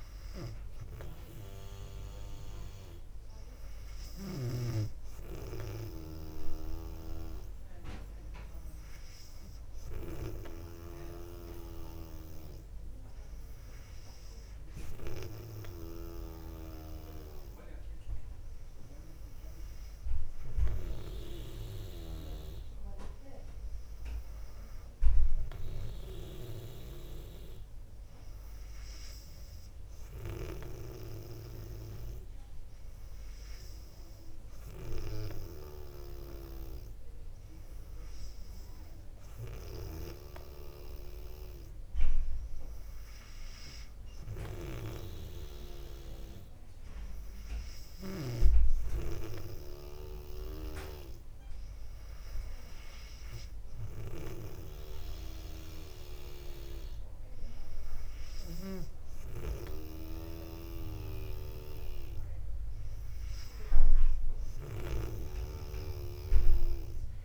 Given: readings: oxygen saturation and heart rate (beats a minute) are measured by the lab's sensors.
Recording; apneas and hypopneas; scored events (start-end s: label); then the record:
breathing in sleep by a room microphone; 1
0.00-1.00 s: arousal
10.50-21.50 s: obstructive apnea (oxygen 98% before, 96% lowest, heart rate 60 before, 57 extreme, up 1 after)
24.00-28.00 s: arousal
From the record:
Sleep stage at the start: N2 (light sleep); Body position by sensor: on the back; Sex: female